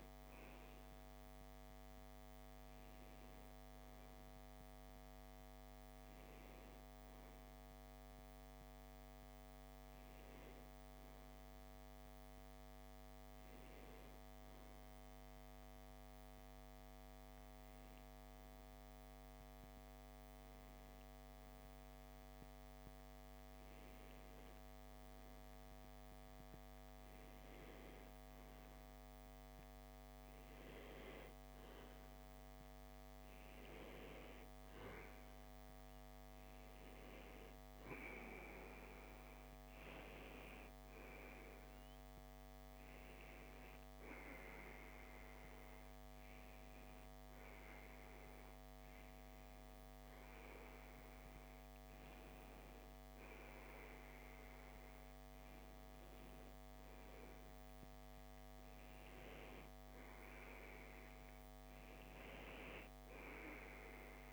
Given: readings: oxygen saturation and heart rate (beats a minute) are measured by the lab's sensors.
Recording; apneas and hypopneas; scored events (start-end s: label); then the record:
breathing in sleep by a microphone on the trachea; 1
14.00-25.00 s: hypopnea (oxygen 96% before, 94% lowest)
27.00-31.50 s: arousal
From the record:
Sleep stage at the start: N2 (light sleep); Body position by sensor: on the left side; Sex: male